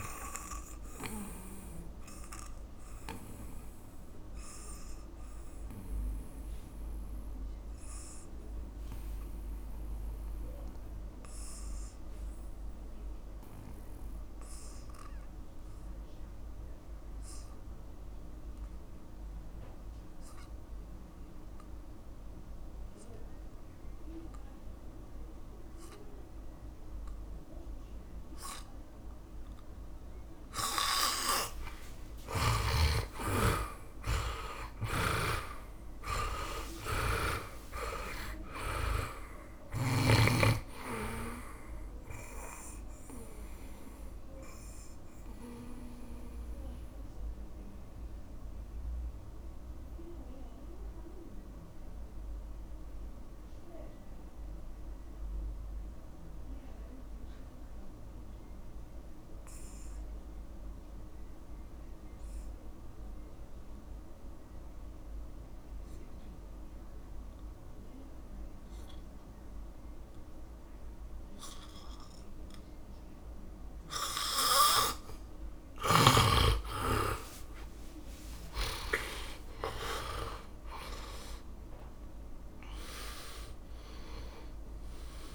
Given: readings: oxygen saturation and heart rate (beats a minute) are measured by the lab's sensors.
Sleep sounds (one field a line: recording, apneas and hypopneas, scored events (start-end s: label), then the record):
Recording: breathing in sleep by a room microphone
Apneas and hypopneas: 2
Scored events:
0.00-11.50 s: oxygen desaturation (device-marked, oxygen 91% lowest, heart rate 54 extreme)
1.50-31.00 s: obstructive apnea (oxygen 100% before, 82% lowest, heart rate 62 before, 54 extreme, up 20 after)
32.00-36.00 s: arousal
32.50-40.50 s: snoring (device-marked)
32.50-62.50 s: oxygen desaturation (device-marked, oxygen 99% before, 82% lowest, heart rate 59 before, 49 extreme)
44.50-74.00 s: mixed apnea (oxygen 99% before, 81% lowest, heart rate 64 before, 49 extreme, up 12 after)
72.50-85.35 s: oxygen desaturation (device-marked, oxygen 100% before, 81% lowest, heart rate 60 before, 53 extreme)
76.50-82.00 s: arousal
From the record:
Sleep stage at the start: N2 (light sleep)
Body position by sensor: on the back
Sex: male